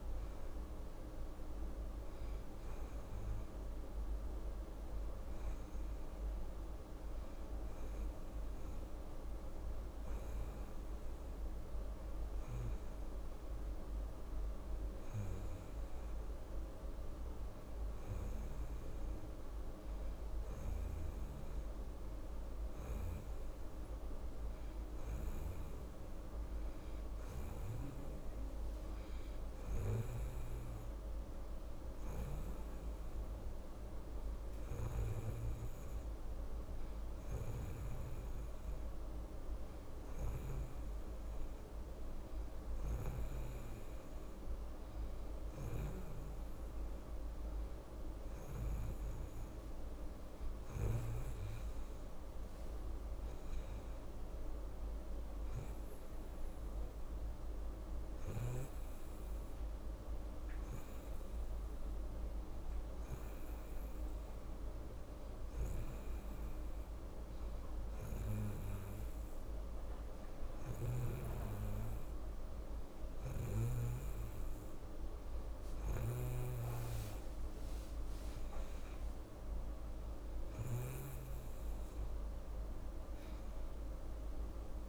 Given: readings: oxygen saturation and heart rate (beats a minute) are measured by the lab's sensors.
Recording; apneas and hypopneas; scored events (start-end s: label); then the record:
breathing in sleep, hard to hear, by a room microphone; none
75.50-81.00 s: snoring (device-marked)
From the record:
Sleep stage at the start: N2 (light sleep); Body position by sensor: on the right side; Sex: female